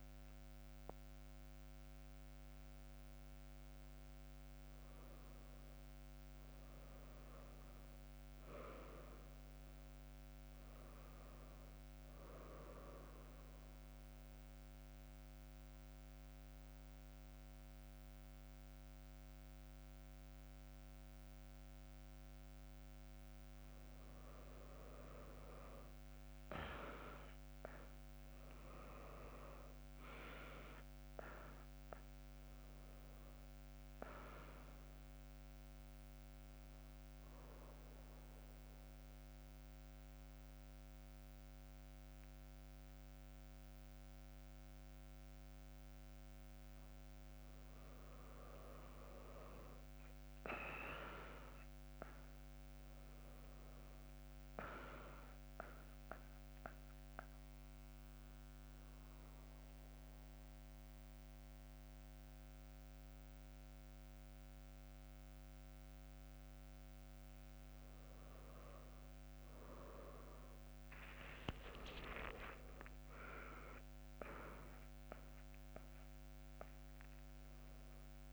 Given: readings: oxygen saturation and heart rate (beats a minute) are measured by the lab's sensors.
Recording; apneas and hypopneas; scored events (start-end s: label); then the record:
breathing in sleep by a microphone on the trachea; 2
0.00-3.50 s: drop in pulse transit time (device-marked, heart rate 81 extreme)
7.50-78.33 s: new sleep stage, N2 (light sleep)
13.00-24.50 s: central apnea (oxygen 99% before, 96% lowest, heart rate 79 before, 66 extreme, up 0 after)
26.00-30.00 s: arousal
48.50-51.50 s: arousal
57.00-68.00 s: central apnea (oxygen 99% before, 95% lowest, heart rate 74 before, 71 extreme, up 1 after)
71.00-75.50 s: arousal
From the record:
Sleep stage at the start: N1 (lightest sleep); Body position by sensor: on the back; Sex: female